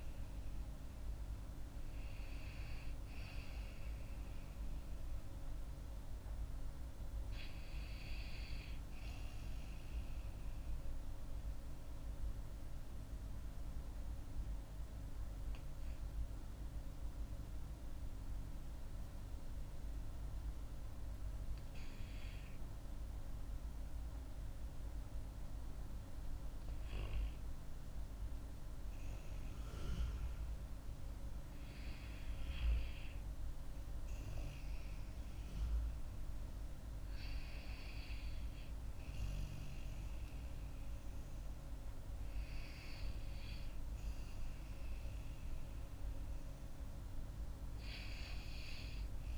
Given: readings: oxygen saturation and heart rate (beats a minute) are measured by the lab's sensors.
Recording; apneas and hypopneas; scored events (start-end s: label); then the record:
breathing in sleep, hard to hear, by a room microphone; 1
0.00-2.50 s: arousal
6.50-25.50 s: oxygen desaturation (device-marked, oxygen 95% before, 92% lowest)
12.00-30.50 s: mixed apnea (oxygen 95% before, 92% lowest)
31.50-35.50 s: arousal
43.50-49.38 s: oxygen desaturation (device-marked, oxygen 97% before, 92% lowest)
From the record:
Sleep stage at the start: N2 (light sleep); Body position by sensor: on the back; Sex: female